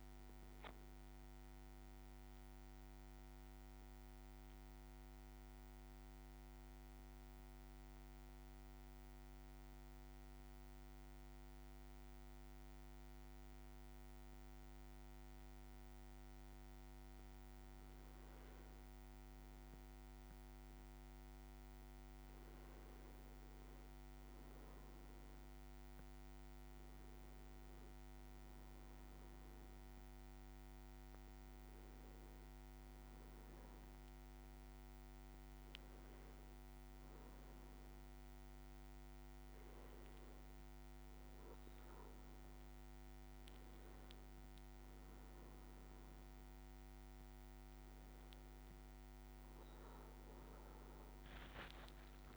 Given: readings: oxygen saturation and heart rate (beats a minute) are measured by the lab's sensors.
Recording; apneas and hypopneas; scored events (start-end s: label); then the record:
breathing in sleep, hard to hear, by a microphone on the trachea; 1
2.00-17.50 s: mixed apnea (oxygen 99% before, 95% lowest, heart rate 63 before, 55 extreme, up 2 after)
21.00-26.00 s: arousal
25.50-46.50 s: oxygen desaturation (device-marked, oxygen 98% before, 95% lowest, heart rate 55 before, 55 extreme)
50.00-52.37 s: arousal
From the record:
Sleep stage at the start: N1 (lightest sleep); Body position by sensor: on the back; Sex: male